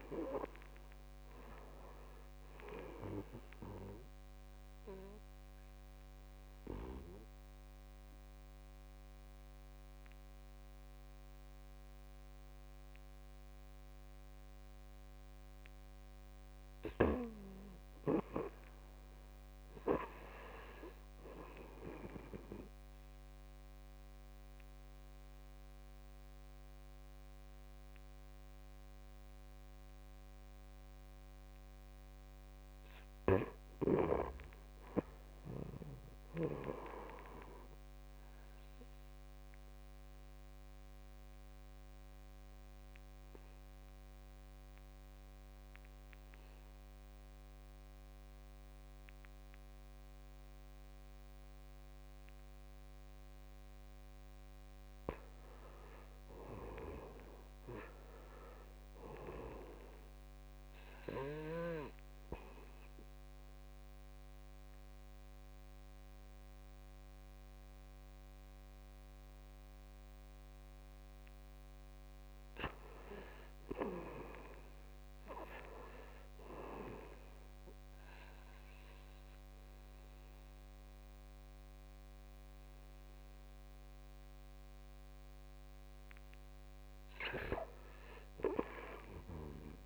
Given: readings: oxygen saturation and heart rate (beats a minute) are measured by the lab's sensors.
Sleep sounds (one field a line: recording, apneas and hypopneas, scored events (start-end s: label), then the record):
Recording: breathing in sleep by a microphone on the trachea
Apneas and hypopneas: 3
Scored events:
0.00-2.50 s: oxygen desaturation (device-marked, oxygen 88% lowest, heart rate 54 extreme)
3.50-16.50 s: obstructive apnea (oxygen 95% before, 85% lowest, heart rate 64 before, 54 extreme, up 8 after)
19.00-21.50 s: arousal
25.50-34.50 s: oxygen desaturation (device-marked, oxygen 96% before, 91% lowest, heart rate 58 before, 58 extreme)
34.00-37.00 s: arousal
39.00-54.00 s: obstructive apnea (oxygen 96% before, 85% lowest, heart rate 60 before, 58 extreme, up 9 after)
41.50-51.50 s: oxygen desaturation (device-marked, oxygen 95% before, 90% lowest, heart rate 61 before, 58 extreme)
55.50-58.50 s: arousal
60.50-72.00 s: obstructive apnea (oxygen 95% before, 85% lowest, heart rate 61 before, 59 extreme, up 6 after)
60.50-74.50 s: oxygen desaturation (device-marked, oxygen 95% before, 85% lowest, heart rate 61 before, 59 extreme)
74.00-77.00 s: arousal
From the record:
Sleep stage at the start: N2 (light sleep)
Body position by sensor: on the back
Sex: male